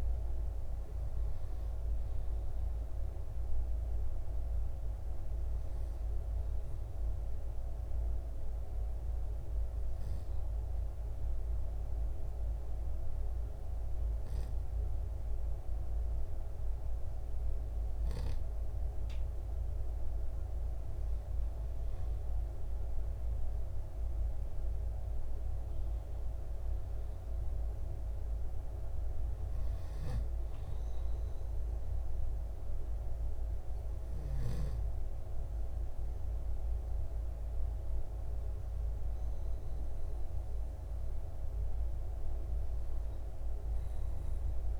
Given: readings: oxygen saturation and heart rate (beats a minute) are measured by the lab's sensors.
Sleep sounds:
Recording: breathing in sleep, hard to hear, by a room microphone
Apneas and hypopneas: 1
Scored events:
10.00-20.50 s: hypopnea (oxygen 97% before, 94% lowest, heart rate 63 before, 62 extreme, up 1 after)
23.00-26.50 s: arousal
From the record:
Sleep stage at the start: N2 (light sleep)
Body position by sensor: on the back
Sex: male

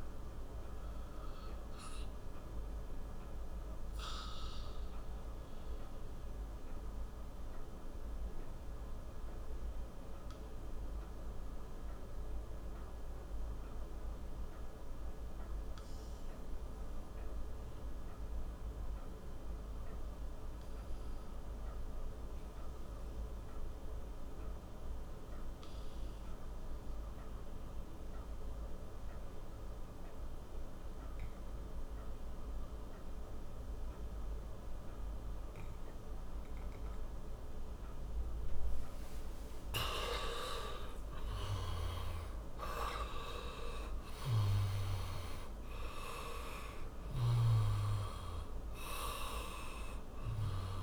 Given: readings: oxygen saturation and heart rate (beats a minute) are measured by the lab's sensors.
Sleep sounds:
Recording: breathing in sleep by a room microphone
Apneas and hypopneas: 1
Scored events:
0.00-26.50 s: oxygen desaturation (device-marked, oxygen 86% lowest, heart rate 26 extreme)
1.50-36.50 s: obstructive apnea (oxygen 99% before, 86% lowest)
39.50-45.50 s: arousal
48.50-50.83 s: oxygen desaturation (device-marked, oxygen 97% before, 87% lowest)
From the record:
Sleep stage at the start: N2 (light sleep)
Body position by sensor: on the back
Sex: male

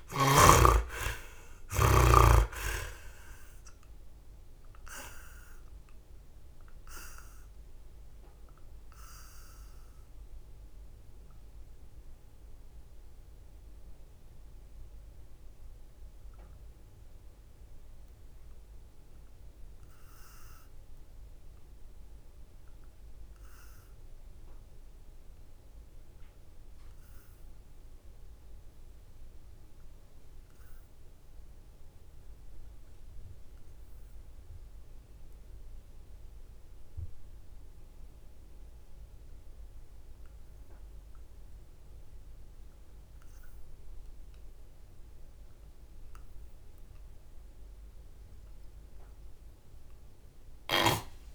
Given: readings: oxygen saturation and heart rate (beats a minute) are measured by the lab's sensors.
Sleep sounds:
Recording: breathing in sleep by a room microphone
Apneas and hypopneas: 1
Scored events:
0.00-1.50 s: snoring (device-marked)
0.00-2.00 s: arousal
0.00-19.00 s: oxygen desaturation (device-marked, oxygen 56% lowest, heart rate 66 extreme)
4.50-45.50 s: obstructive apnea (oxygen 94% before, 54% lowest, heart rate 76 before, 60 extreme, up 18 after)
38.00-51.35 s: oxygen desaturation (device-marked, oxygen 77% before, 63% lowest, heart rate 67 before, 60 extreme)
From the record:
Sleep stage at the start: N2 (light sleep)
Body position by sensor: on the back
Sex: male

